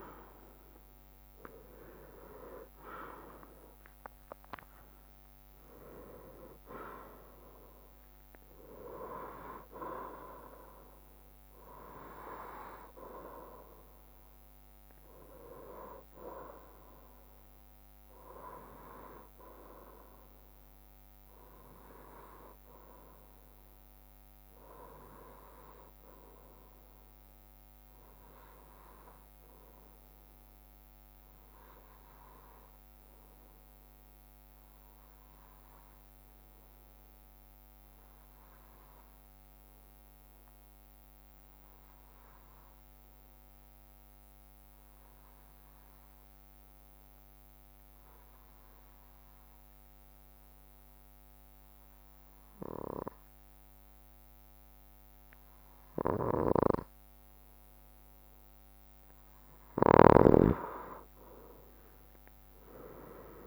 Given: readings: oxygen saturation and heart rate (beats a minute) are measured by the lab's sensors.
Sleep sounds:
breathing in sleep by a microphone on the trachea; 1
0.00-21.50 s: drop in pulse transit time (device-marked, heart rate 64 extreme)
0.50-5.00 s: arousal
34.00-57.50 s: obstructive apnea (oxygen 97% before, 93% lowest, heart rate 63 before, 61 extreme, up 4 after)
48.50-63.47 s: oxygen desaturation (device-marked, oxygen 96% before, 93% lowest, heart rate 66 before, 61 extreme)
61.50-63.47 s: arousal
From the record:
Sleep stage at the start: N2 (light sleep); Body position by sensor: on the right side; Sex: male

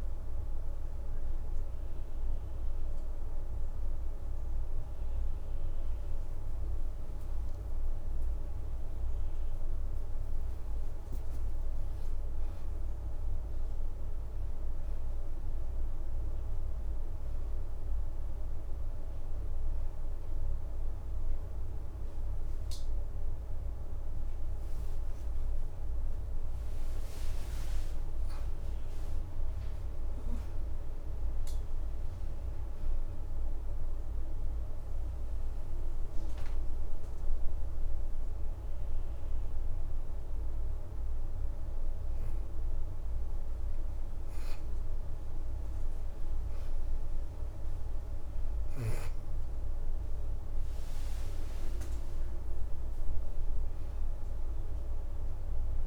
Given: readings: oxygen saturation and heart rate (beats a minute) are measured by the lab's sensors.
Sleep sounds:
breathing in sleep, hard to hear, by a room microphone; 1
4.00-5.50 s: leg movement (device-marked)
4.00-8.50 s: arousal
10.50-12.00 s: leg movement (device-marked)
24.50-28.00 s: leg movement (device-marked)
34.00-44.00 s: hypopnea (oxygen 94% before, 89% lowest, heart rate 89 before, 83 extreme, up 2 after)
46.50-50.50 s: arousal
50.00-55.87 s: oxygen desaturation (device-marked, oxygen 93% before, 89% lowest, heart rate 87 before, 83 extreme)
51.50-53.50 s: leg movement (device-marked)
From the record:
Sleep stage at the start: N2 (light sleep); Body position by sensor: on the back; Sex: female

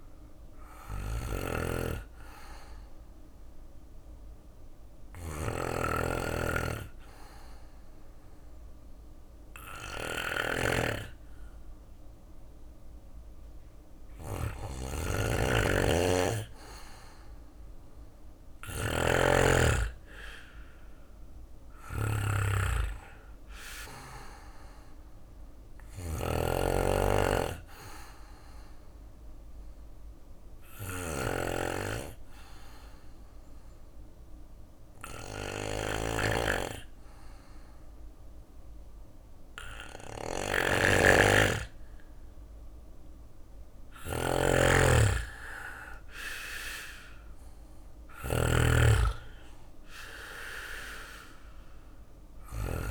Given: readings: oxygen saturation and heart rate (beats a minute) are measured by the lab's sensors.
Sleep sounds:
breathing in sleep by a room microphone; 2
0.00-52.91 s: snoring (device-marked)
1.50-13.00 s: obstructive apnea (oxygen 99% before, 92% lowest, heart rate 60 before, 60 extreme, up 3 after)
16.50-19.50 s: arousal
21.50-40.50 s: oxygen desaturation (device-marked, oxygen 96% before, 93% lowest, heart rate 61 before, 60 extreme)
28.50-42.00 s: obstructive apnea (oxygen 97% before, 92% lowest, heart rate 62 before, 60 extreme, up 4 after)
44.50-48.00 s: arousal
49.50-52.91 s: oxygen desaturation (device-marked, oxygen 97% before, 92% lowest, heart rate 62 before, 58 extreme)
From the record:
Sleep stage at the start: N2 (light sleep); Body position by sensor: on the back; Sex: male

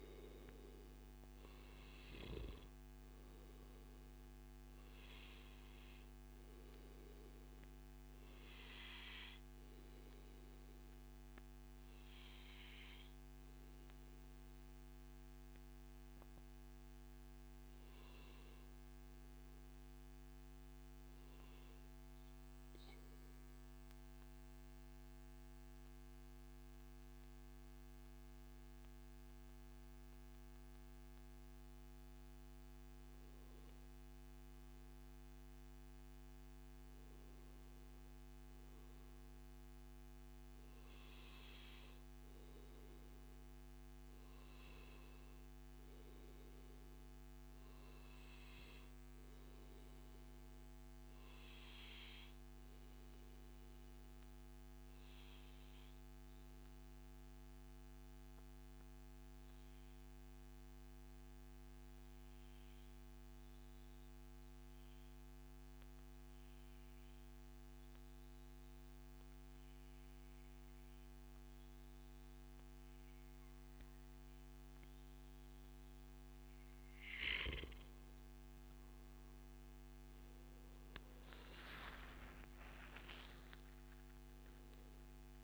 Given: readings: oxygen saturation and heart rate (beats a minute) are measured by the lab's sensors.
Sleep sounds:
breathing in sleep, hard to hear, by a microphone on the trachea; 2
6.50-29.50 s: obstructive apnea (oxygen 98% before, 93% lowest, heart rate 133 before, 87 extreme, up 58 after)
21.50-23.50 s: long interval between heartbeats (device-marked, heart rate 132 before, 134 extreme)
23.50-25.50 s: long interval between heartbeats (device-marked, heart rate 134 before, 88 extreme)
32.00-36.00 s: arousal
46.00-75.50 s: obstructive apnea (oxygen 97% before, 92% lowest, heart rate 134 before, 92 extreme, up 0 after)
54.00-56.00 s: long interval between heartbeats (device-marked, heart rate 142 before, 114 extreme)
79.00-82.50 s: arousal
From the record:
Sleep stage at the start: N2 (light sleep); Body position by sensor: on the back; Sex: male

